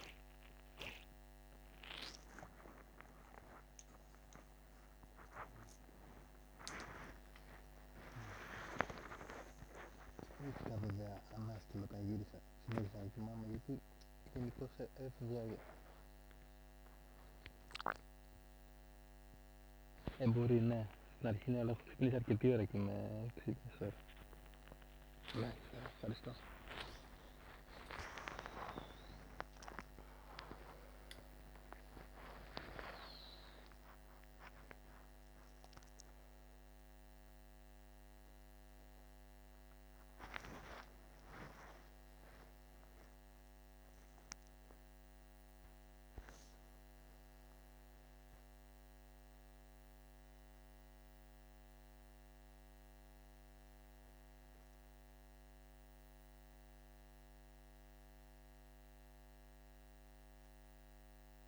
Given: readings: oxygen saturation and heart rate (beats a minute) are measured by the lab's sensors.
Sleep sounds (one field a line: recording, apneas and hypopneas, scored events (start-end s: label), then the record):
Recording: a person awake in a sleep study, by a microphone on the trachea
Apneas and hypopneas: none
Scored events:
13.50-20.00 s: snoring (device-marked)
21.50-25.50 s: tachycardia (device-marked, heart rate 56 before, 102 extreme)
44.50-61.48 s: new sleep stage, N1 (lightest sleep)
From the record:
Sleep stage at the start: awake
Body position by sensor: on the back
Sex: male